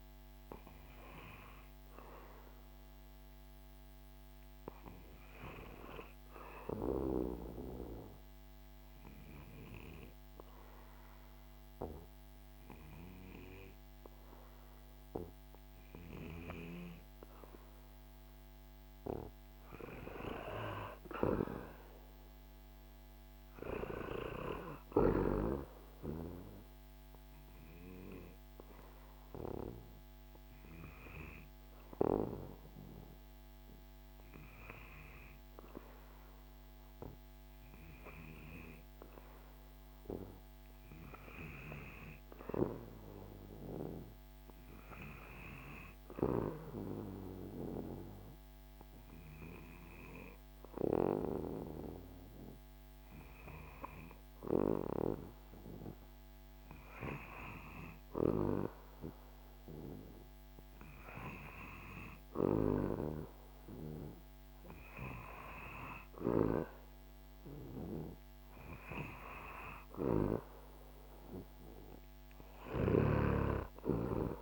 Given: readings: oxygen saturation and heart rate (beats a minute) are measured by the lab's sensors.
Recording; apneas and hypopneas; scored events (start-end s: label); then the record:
breathing in sleep by a microphone on the trachea; 2
5.50-17.00 s: obstructive apnea (oxygen 99% before, 93% lowest, heart rate 75 before, 69 extreme, up 5 after)
18.50-21.50 s: arousal
25.50-41.50 s: obstructive apnea (oxygen 98% before, 93% lowest, heart rate 75 before, 69 extreme, up 10 after)
26.50-44.50 s: oxygen desaturation (device-marked, oxygen 96% before, 93% lowest, heart rate 75 before, 69 extreme)
44.00-48.50 s: arousal
From the record:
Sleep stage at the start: N2 (light sleep); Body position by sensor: on the back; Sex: male